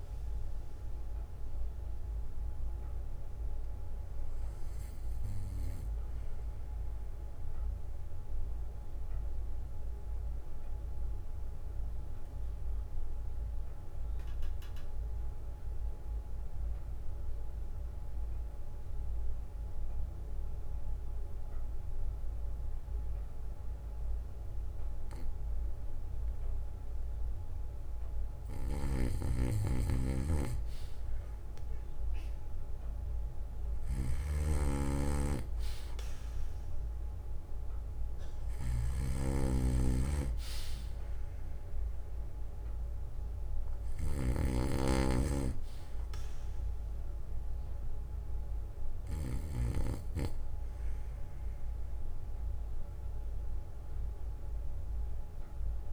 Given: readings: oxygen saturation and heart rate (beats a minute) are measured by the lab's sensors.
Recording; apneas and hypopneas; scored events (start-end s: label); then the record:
breathing in sleep by a room microphone; 1
0.00-1.50 s: oxygen desaturation (device-marked, oxygen 89% lowest, heart rate 56 extreme)
6.50-26.50 s: mixed apnea (oxygen 94% before, 91% lowest, heart rate 68 before, 55 extreme, up 4 after)
10.50-26.50 s: bradycardia (device-marked, heart rate 62 before, 56 extreme)
29.00-34.50 s: arousal
29.50-31.50 s: bradycardia (device-marked, heart rate 62 before, 60 extreme)
32.50-34.50 s: bradycardia (device-marked, heart rate 62 before, 55 extreme)
40.50-55.93 s: oxygen desaturation (device-marked, oxygen 98% before, 91% lowest, heart rate 59 before, 52 extreme)
From the record:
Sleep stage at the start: REM sleep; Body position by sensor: on the back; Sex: male